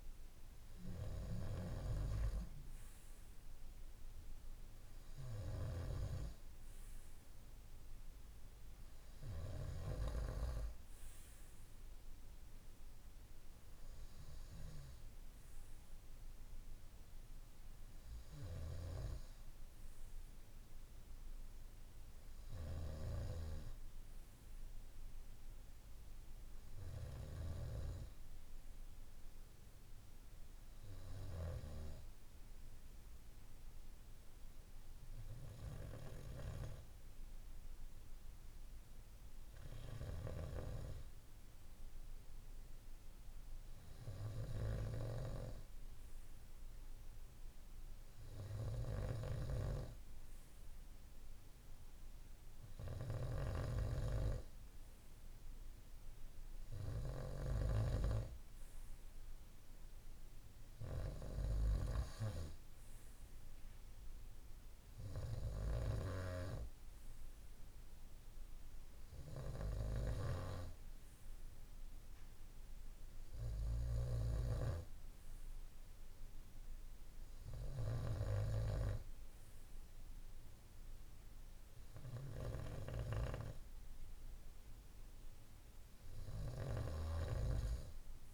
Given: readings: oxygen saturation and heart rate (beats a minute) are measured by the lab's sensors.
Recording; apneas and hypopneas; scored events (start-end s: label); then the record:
breathing in sleep by a room microphone; none
49.00-57.50 s: snoring (device-marked)
From the record:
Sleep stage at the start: N2 (light sleep); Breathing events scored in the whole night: 114 in 4.5 hours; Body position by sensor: on the right side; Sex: male